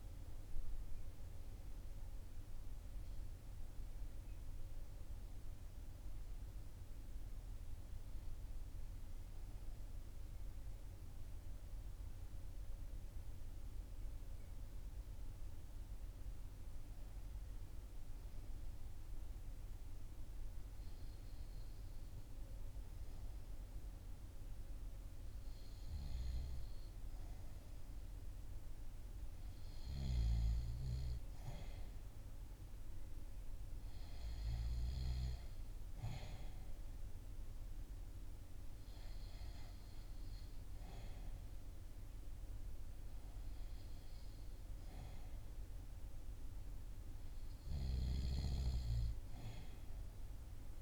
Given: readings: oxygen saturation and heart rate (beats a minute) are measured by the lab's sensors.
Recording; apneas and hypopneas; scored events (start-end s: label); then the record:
breathing in sleep, hard to hear, by a room microphone; 1
8.50-21.00 s: hypopnea (oxygen 97% before, 88% lowest, heart rate 40 before, 44 extreme, up 3 after)
24.50-29.00 s: arousal
31.50-48.50 s: oxygen desaturation (device-marked, oxygen 91% before, 88% lowest, heart rate 45 before, 44 extreme)
From the record:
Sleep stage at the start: REM sleep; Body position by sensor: on the back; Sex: male